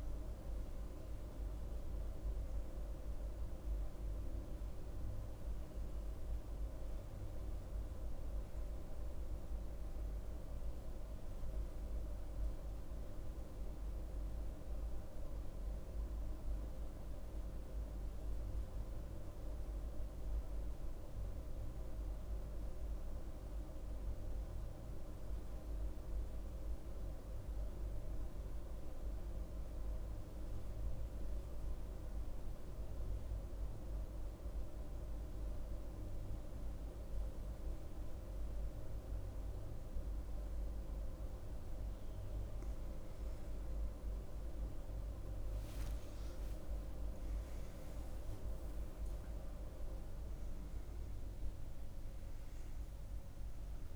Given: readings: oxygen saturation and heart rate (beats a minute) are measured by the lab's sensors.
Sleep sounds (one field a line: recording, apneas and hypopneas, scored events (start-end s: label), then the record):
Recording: breathing in sleep, hard to hear, by a room microphone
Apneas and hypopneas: 1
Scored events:
0.00-13.50 s: oxygen desaturation (device-marked, oxygen 91% lowest, heart rate 69 extreme)
18.00-41.00 s: central apnea (oxygen 96% before, 93% lowest, heart rate 83 before, 69 extreme, up 10 after)
41.50-53.96 s: oxygen desaturation (device-marked, oxygen 98% before, 93% lowest, heart rate 72 before, 67 extreme)
45.00-50.00 s: arousal
From the record:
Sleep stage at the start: N2 (light sleep)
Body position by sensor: on the right side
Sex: female